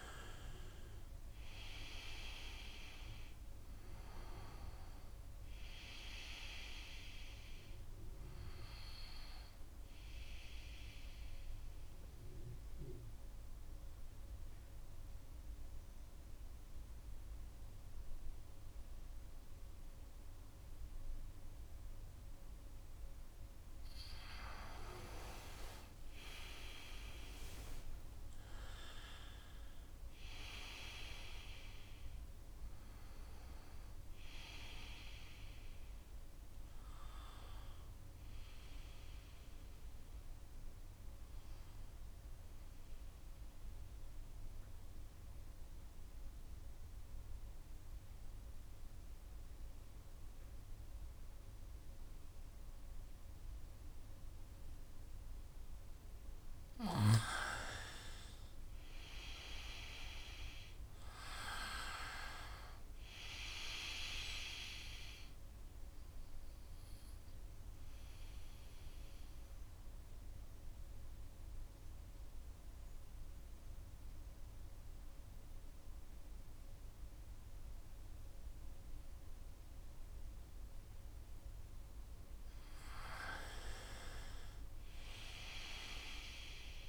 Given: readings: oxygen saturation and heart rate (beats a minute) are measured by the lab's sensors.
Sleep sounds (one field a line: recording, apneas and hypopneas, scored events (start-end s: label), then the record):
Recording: breathing in sleep by a room microphone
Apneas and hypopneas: 3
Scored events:
0.00-1.50 s: arousal
0.00-21.00 s: oxygen desaturation (device-marked, oxygen 92% lowest, heart rate 64 extreme)
12.00-23.00 s: mixed apnea (oxygen 97% before, 89% lowest, heart rate 69 before, 64 extreme, up 8 after)
24.50-28.50 s: arousal
42.50-56.00 s: mixed apnea (oxygen 97% before, 89% lowest, heart rate 70 before, 64 extreme, up 4 after)
57.50-62.00 s: arousal
65.00-83.00 s: oxygen desaturation (device-marked, oxygen 97% before, 89% lowest, heart rate 67 before, 64 extreme)
69.50-82.00 s: obstructive apnea (oxygen 97% before, 89% lowest, heart rate 67 before, 64 extreme, up 6 after)
84.50-86.89 s: arousal
From the record:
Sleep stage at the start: N2 (light sleep)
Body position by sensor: on the right side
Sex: male